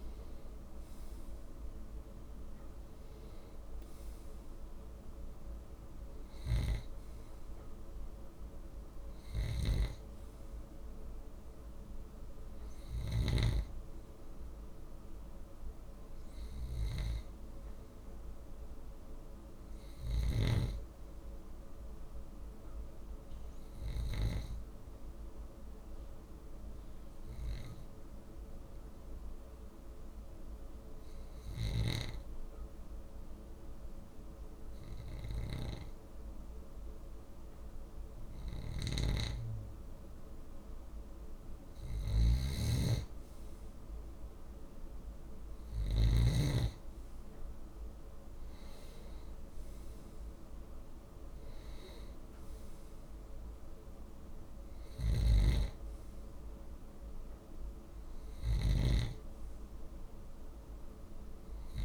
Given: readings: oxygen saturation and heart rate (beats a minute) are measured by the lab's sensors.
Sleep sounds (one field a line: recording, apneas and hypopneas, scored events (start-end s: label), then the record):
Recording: breathing in sleep by a room microphone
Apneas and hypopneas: 1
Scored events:
6.00-13.00 s: snoring (device-marked)
19.00-22.00 s: arousal
20.00-24.00 s: snoring (device-marked)
26.00-39.50 s: obstructive apnea (oxygen 95% before, 93% lowest)
38.50-46.00 s: snoring (device-marked)
42.00-46.00 s: arousal
54.50-61.85 s: snoring (device-marked)
From the record:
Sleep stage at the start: N2 (light sleep)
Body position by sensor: on the left side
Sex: male